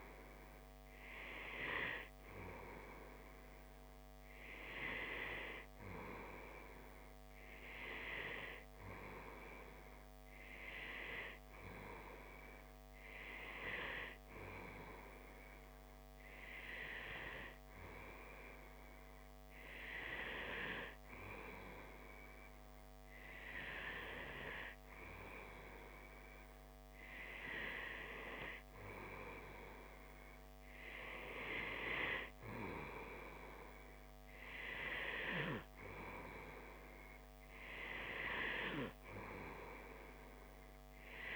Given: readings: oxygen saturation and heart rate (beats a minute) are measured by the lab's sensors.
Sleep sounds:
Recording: breathing in sleep by a microphone on the trachea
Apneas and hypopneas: none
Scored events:
none scored
From the record:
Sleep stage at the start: N2 (light sleep)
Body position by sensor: on the back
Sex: male

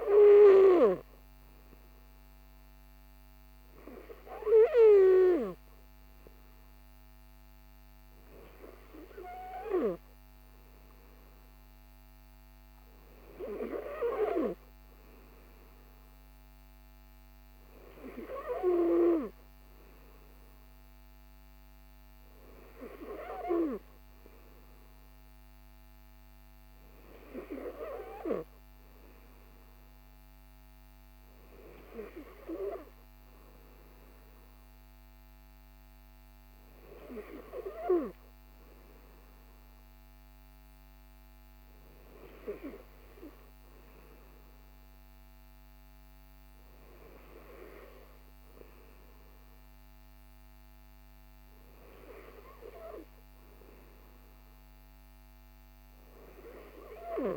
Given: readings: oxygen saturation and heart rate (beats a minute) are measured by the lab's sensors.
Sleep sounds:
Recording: breathing in sleep by a microphone on the trachea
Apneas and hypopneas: none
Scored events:
none scored
From the record:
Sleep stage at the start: N3 (deep sleep)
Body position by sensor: on the right side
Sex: male

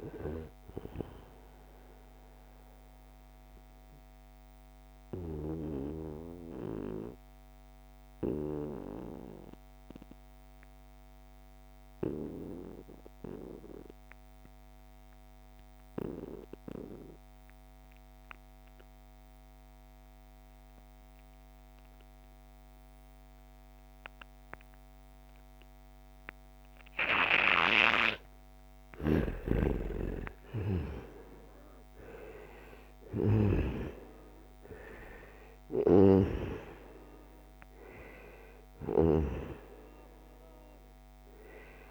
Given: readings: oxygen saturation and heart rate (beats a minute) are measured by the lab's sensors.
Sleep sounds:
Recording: breathing in sleep by a microphone on the trachea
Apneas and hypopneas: 1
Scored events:
0.00-8.00 s: oxygen desaturation (device-marked, oxygen 88% lowest, heart rate 69 extreme)
1.50-26.50 s: obstructive apnea (oxygen 94% before, 89% lowest, heart rate 81 before, 69 extreme, up 6 after)
24.00-41.91 s: oxygen desaturation (device-marked, oxygen 98% before, 90% lowest, heart rate 72 before, 65 extreme)
28.00-36.00 s: snoring (device-marked)
28.50-34.00 s: arousal
From the record:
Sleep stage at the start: N2 (light sleep)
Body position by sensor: on the right side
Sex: male

